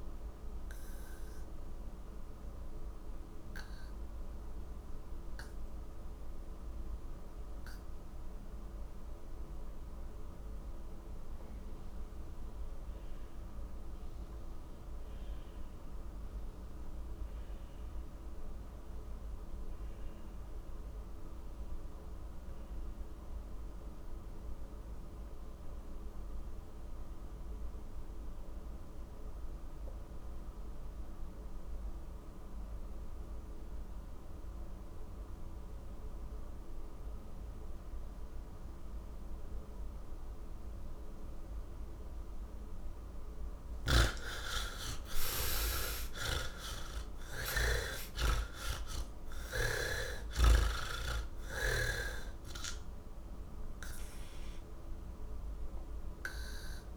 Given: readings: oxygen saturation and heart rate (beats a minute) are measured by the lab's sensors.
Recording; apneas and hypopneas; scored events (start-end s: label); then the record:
breathing in sleep by a room microphone; none
0.00-15.50 s: oxygen desaturation (device-marked, oxygen 67% lowest, heart rate 78 extreme)
29.50-56.97 s: oxygen desaturation (device-marked, oxygen 94% before, 67% lowest, heart rate 144 before, 46 extreme)
46.00-49.50 s: snoring (device-marked)
From the record:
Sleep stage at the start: N3 (deep sleep); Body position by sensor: on the back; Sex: male